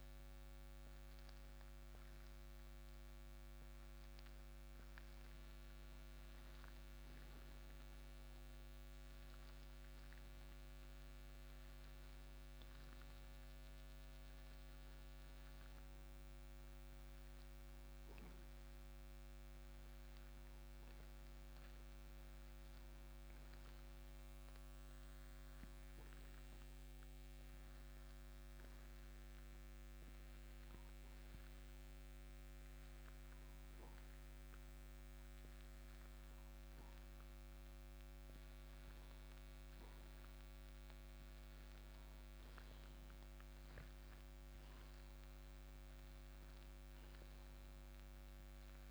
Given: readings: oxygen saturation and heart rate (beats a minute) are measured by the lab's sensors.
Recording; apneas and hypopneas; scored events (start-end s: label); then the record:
breathing in sleep, hard to hear, by a microphone on the trachea; 1
0.00-25.50 s: oxygen desaturation (device-marked, oxygen 89% lowest, heart rate 58 extreme)
28.00-41.00 s: obstructive apnea (oxygen 97% before, 93% lowest, heart rate 62 before, 58 extreme, up 6 after)
43.00-47.00 s: arousal
From the record:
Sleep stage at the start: N2 (light sleep); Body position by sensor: on the right side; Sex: male